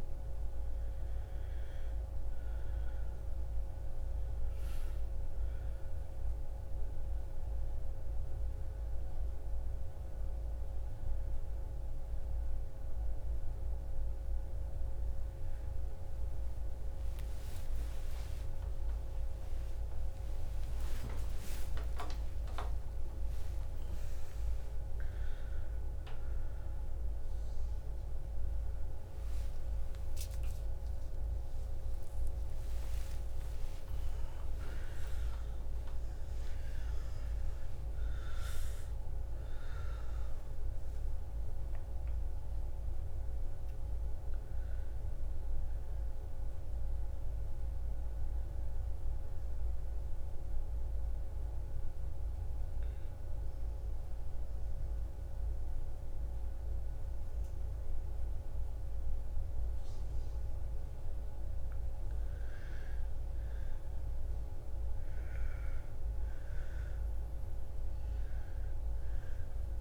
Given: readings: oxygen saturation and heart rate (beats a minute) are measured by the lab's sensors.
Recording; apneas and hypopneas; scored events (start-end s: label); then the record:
a person partly awake in a sleep study, hard to hear, by a room microphone; 1
3.50-17.50 s: oxygen desaturation (device-marked, oxygen 98% before, 93% lowest, heart rate 60 before, 59 extreme)
30.50-60.50 s: new sleep stage, N1 (lightest sleep)
50.00-62.50 s: obstructive apnea (oxygen 98% before, 89% lowest, heart rate 110 before, 57 extreme, up 9 after)
57.50-69.81 s: oxygen desaturation (device-marked, oxygen 98% before, 89% lowest, heart rate 75 before, 57 extreme)
60.50-69.81 s: new sleep stage, N2 (light sleep)
64.00-68.50 s: arousal
From the record:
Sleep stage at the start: awake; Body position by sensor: on the back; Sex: female